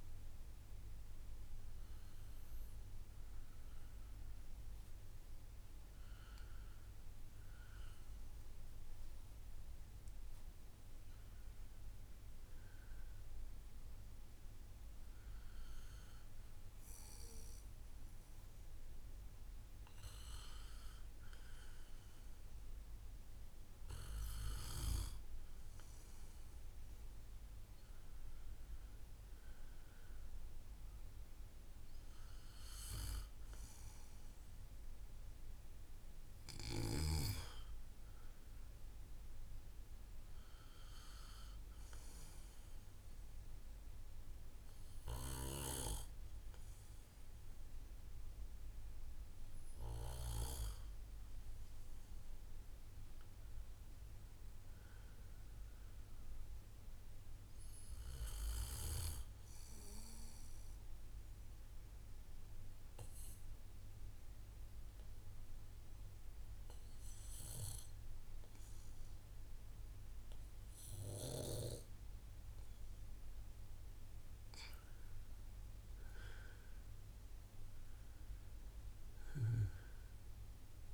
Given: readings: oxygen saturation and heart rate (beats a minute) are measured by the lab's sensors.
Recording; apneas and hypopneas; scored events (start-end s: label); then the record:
breathing in sleep by a room microphone; 1
62.00-73.50 s: obstructive apnea (oxygen 94% before, 89% lowest, heart rate 57 before, 54 extreme, up 8 after)
75.50-80.94 s: arousal
78.00-80.94 s: oxygen desaturation (device-marked, oxygen 93% before, 89% lowest, heart rate 59 before, 54 extreme)
From the record:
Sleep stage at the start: N2 (light sleep); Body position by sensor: on the back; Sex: male